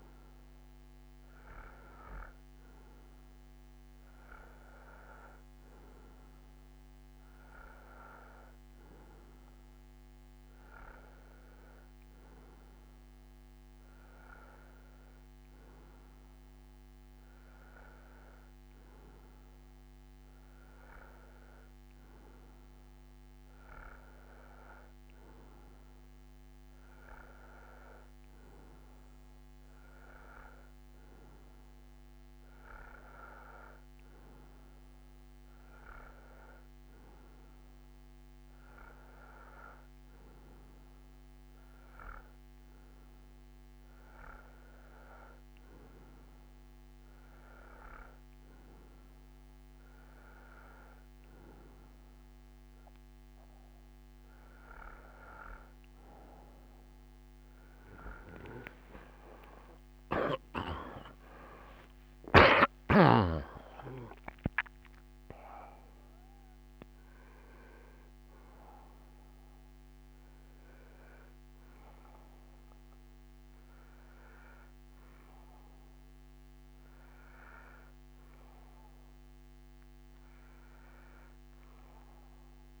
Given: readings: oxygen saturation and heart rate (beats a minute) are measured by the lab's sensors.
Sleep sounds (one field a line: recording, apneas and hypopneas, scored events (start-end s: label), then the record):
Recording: breathing in sleep by a microphone on the trachea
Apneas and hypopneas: none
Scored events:
60.00-64.50 s: arousal
From the record:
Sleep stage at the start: N2 (light sleep)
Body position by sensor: on the right side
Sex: male